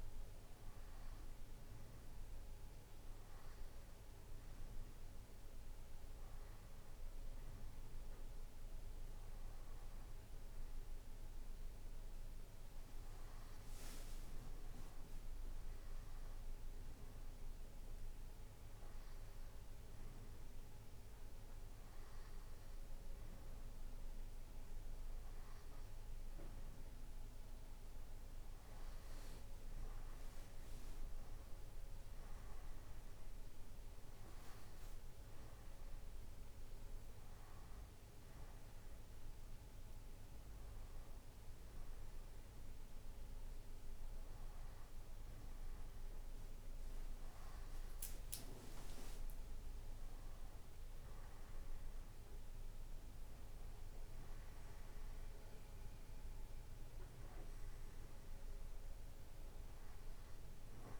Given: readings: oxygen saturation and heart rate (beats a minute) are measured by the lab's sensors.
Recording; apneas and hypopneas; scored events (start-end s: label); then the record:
breathing in sleep, hard to hear, by a room microphone; none
none scored
From the record:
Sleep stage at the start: N2 (light sleep); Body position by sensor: on the right side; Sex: male